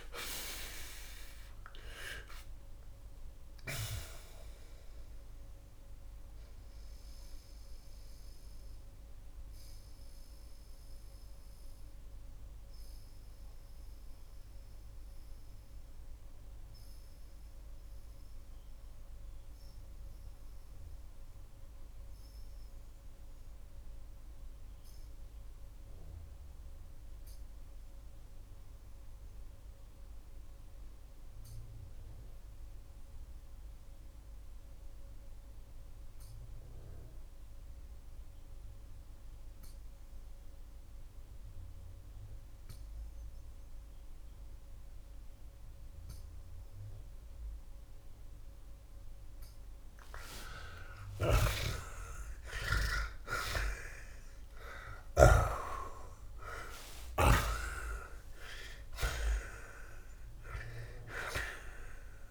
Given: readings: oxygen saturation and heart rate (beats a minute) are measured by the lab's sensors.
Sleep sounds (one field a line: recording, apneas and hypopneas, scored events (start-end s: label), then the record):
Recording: breathing in sleep by a room microphone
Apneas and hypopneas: 1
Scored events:
7.00-47.50 s: mixed apnea (oxygen 95% before, 71% lowest)
31.50-38.50 s: oxygen desaturation (device-marked, oxygen 90% before, 71% lowest)
50.50-57.00 s: snoring (device-marked)
52.00-57.00 s: arousal
From the record:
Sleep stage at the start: REM sleep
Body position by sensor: on the back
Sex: male